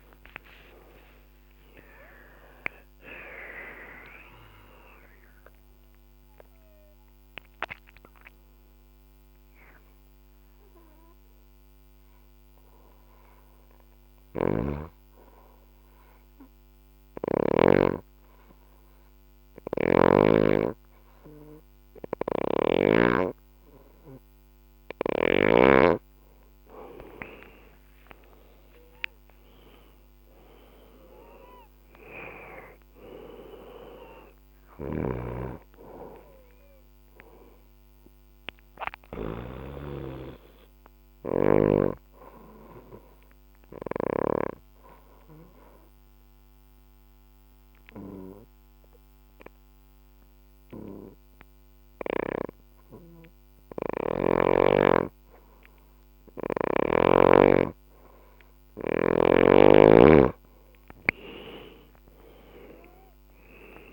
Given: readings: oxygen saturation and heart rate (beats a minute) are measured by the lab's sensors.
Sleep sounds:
breathing in sleep by a microphone on the trachea; 2
0.00-3.00 s: arousal
0.00-20.00 s: oxygen desaturation (device-marked, oxygen 89% lowest, heart rate 60 extreme)
5.00-22.50 s: obstructive apnea (oxygen 97% before, 89% lowest, heart rate 72 before, 59 extreme, up 19 after)
13.50-17.50 s: snoring (device-marked)
25.00-30.00 s: arousal
34.00-39.00 s: snoring (device-marked)
34.00-43.00 s: oxygen desaturation (device-marked, oxygen 98% before, 93% lowest, heart rate 67 before, 57 extreme)
39.50-58.00 s: obstructive apnea (oxygen 99% before, 89% lowest, heart rate 73 before, 56 extreme, up 23 after)
42.00-50.00 s: bradycardia (device-marked, heart rate 67 before, 57 extreme)
56.00-63.93 s: oxygen desaturation (device-marked, oxygen 98% before, 90% lowest, heart rate 68 before, 56 extreme)
60.00-63.93 s: arousal
From the record:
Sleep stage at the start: N2 (light sleep); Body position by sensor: on the left side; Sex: female

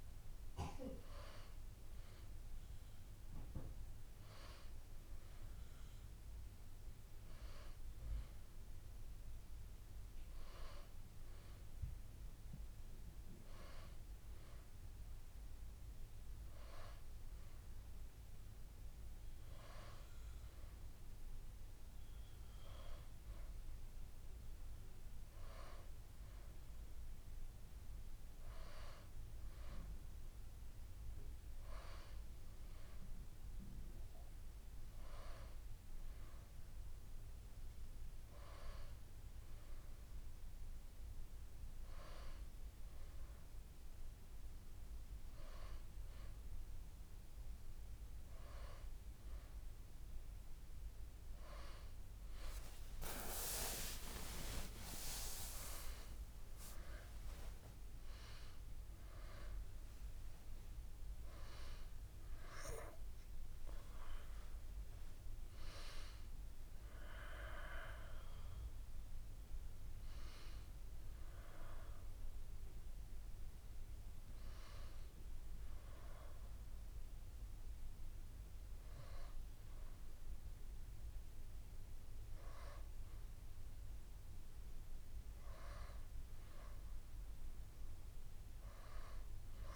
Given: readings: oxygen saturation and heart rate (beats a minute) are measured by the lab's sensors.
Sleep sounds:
breathing in sleep by a room microphone; none
63.50-65.50 s: long interval between heartbeats (device-marked, heart rate 73 before, 85 extreme)
From the record:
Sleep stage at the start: N2 (light sleep); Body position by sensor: on the back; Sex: female

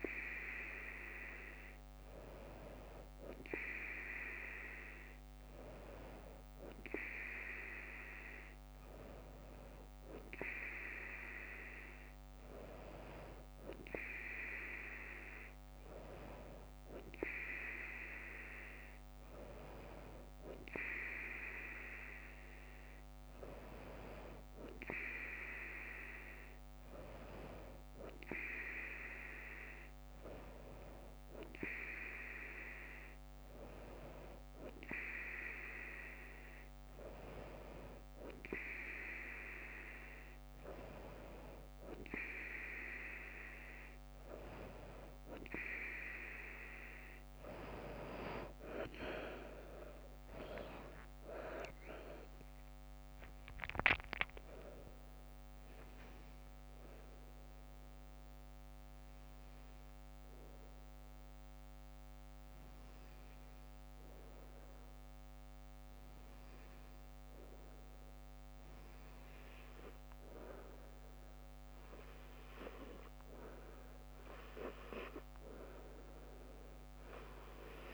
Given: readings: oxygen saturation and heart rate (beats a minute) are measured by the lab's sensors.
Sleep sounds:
breathing in sleep by a microphone on the trachea; 1
51.50-77.94 s: new sleep stage, N2 (light sleep)
56.00-68.00 s: obstructive apnea (oxygen 96% before, 93% lowest, heart rate 60 before, 52 extreme, up 7 after)
70.00-73.50 s: arousal
From the record:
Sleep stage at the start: N3 (deep sleep); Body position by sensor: on the front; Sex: female

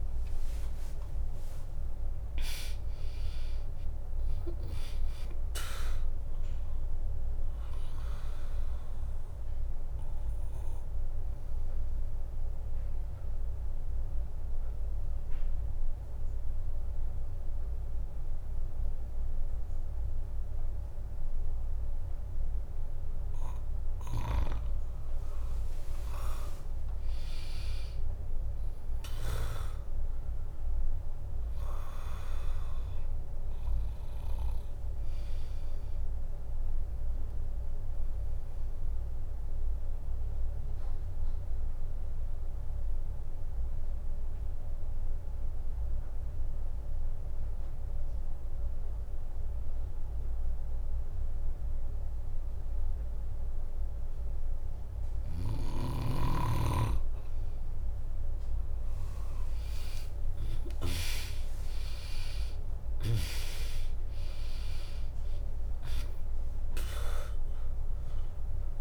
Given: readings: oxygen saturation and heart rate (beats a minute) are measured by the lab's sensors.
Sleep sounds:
breathing in sleep by a room microphone; 2
0.00-3.50 s: arousal
0.00-10.00 s: drop in pulse transit time (device-marked, heart rate 61 extreme)
8.50-23.50 s: obstructive apnea (oxygen 100% before, 96% lowest, heart rate 64 before, 63 extreme, up 0 after)
25.00-36.00 s: drop in pulse transit time (device-marked, heart rate 67 before, 63 extreme)
27.50-32.00 s: arousal
38.00-56.50 s: obstructive apnea (oxygen 99% before, 96% lowest, heart rate 65 before, 61 extreme, up 0 after)
59.50-65.00 s: arousal
60.00-68.81 s: drop in pulse transit time (device-marked, heart rate 65 before, 61 extreme)
From the record:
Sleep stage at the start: N2 (light sleep); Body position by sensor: on the back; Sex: female

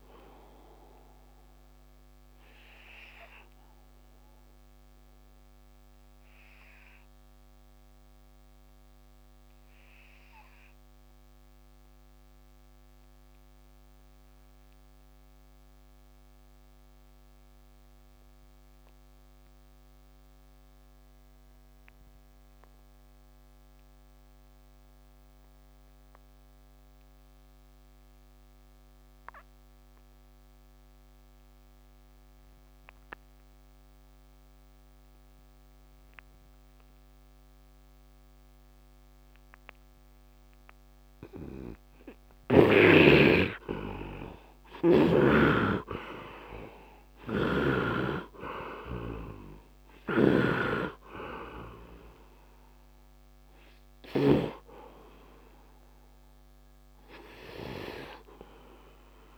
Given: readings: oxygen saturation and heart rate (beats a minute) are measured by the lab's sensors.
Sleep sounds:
breathing in sleep by a microphone on the trachea; 1
0.00-19.50 s: oxygen desaturation (device-marked, oxygen 73% lowest, heart rate 69 extreme)
0.50-41.00 s: obstructive apnea (oxygen 100% before, 64% lowest, heart rate 87 before, 69 extreme, up 35 after)
21.50-59.38 s: oxygen desaturation (device-marked, oxygen 100% before, 64% lowest, heart rate 71 before, 71 extreme)
43.50-48.00 s: arousal
49.50-54.00 s: snoring (device-marked)
From the record:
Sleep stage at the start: N2 (light sleep); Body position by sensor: on the right side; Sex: male

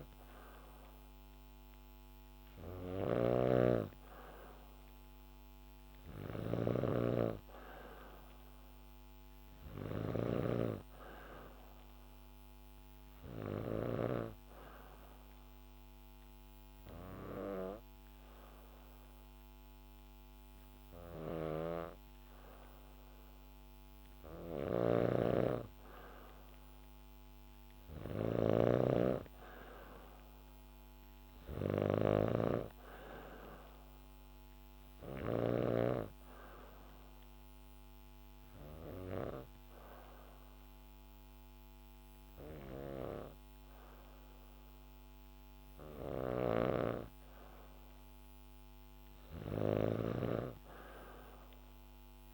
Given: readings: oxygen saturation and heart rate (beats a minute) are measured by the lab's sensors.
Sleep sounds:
breathing in sleep by a microphone on the trachea; 2
0.00-4.00 s: oxygen desaturation (device-marked, oxygen 93% lowest, heart rate 68 extreme)
0.00-13.50 s: snoring (device-marked)
13.00-24.00 s: obstructive apnea (oxygen 96% before, 93% lowest, heart rate 70 before, 68 extreme, up 2 after)
20.50-35.00 s: snoring (device-marked)
27.00-30.00 s: arousal
36.00-47.00 s: obstructive apnea (oxygen 96% before, 93% lowest, heart rate 70 before, 68 extreme, up 0 after)
46.00-52.34 s: snoring (device-marked)
49.50-52.34 s: arousal
From the record:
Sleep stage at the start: N2 (light sleep); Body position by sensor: on the back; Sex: female

